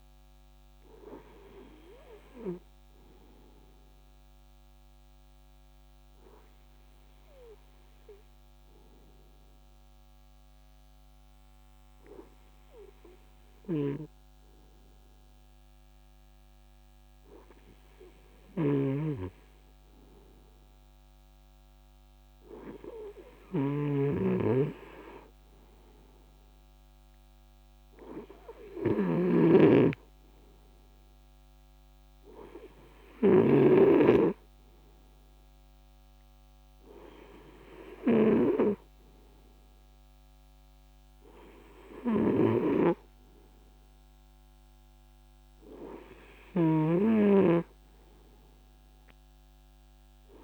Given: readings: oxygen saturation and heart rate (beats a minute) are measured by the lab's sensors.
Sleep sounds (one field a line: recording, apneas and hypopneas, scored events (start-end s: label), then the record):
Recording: breathing in sleep by a microphone on the trachea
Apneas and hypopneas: none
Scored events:
18.00-33.50 s: snoring (device-marked)
From the record:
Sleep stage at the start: N2 (light sleep)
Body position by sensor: on the right side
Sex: male